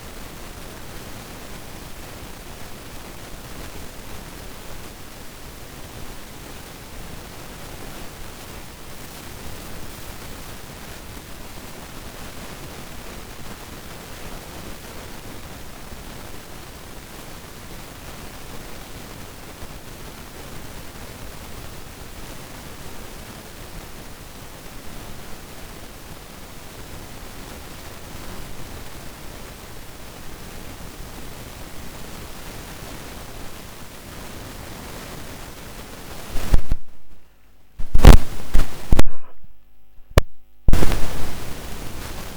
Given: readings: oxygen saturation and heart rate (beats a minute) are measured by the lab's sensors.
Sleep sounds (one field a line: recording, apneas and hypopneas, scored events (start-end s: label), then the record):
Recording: breathing in sleep by a microphone on the trachea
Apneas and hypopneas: 1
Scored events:
5.00-15.50 s: hypopnea (oxygen 98% before, 96% lowest, heart rate 129 before, 82 extreme, up 23 after)
17.00-20.50 s: arousal
35.50-42.37 s: new sleep stage, awake
From the record:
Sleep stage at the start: N2 (light sleep)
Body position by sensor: on the back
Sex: female